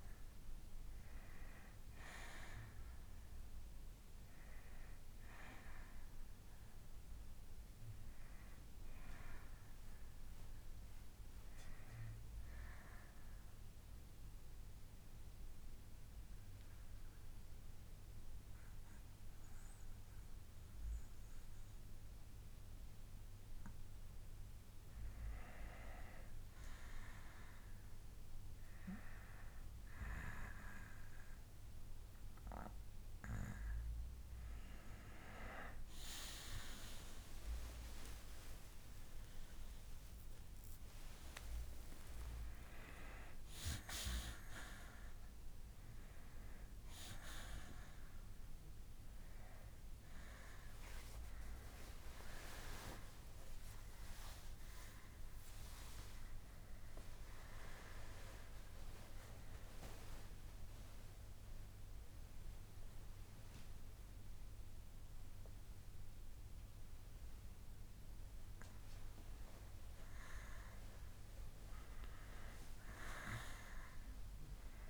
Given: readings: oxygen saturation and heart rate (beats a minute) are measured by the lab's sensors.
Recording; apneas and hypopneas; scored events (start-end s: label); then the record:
breathing in sleep by a room microphone; 2
0.00-11.00 s: oxygen desaturation (device-marked, oxygen 89% lowest, heart rate 49 extreme)
3.00-26.00 s: bradycardia (device-marked, heart rate 64 before, 49 extreme)
12.00-23.00 s: mixed apnea (oxygen 93% before, 89% lowest, heart rate 62 before, 49 extreme, up 13 after)
25.50-29.00 s: arousal
31.00-57.00 s: oxygen desaturation (device-marked, oxygen 95% before, 89% lowest, heart rate 55 before, 63 extreme)
36.50-40.00 s: arousal
58.00-69.00 s: obstructive apnea (oxygen 94% before, 91% lowest, heart rate 75 before, 70 extreme, up 18 after)
73.00-74.90 s: oxygen desaturation (device-marked, oxygen 96% before, 91% lowest, heart rate 109 before, 61 extreme)
From the record:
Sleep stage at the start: N2 (light sleep); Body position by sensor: on the back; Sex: male